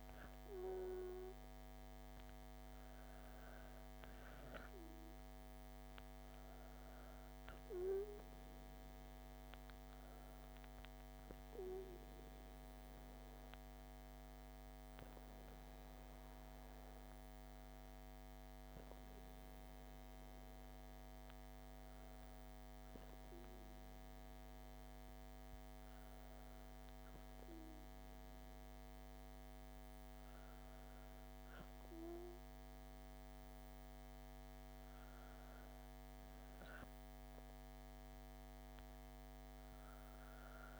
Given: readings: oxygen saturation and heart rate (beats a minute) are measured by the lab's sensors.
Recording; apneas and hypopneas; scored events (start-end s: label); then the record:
breathing in sleep, hard to hear, by a microphone on the trachea; none
0.00-1.50 s: arousal
From the record:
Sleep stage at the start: N2 (light sleep); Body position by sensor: on the back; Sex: female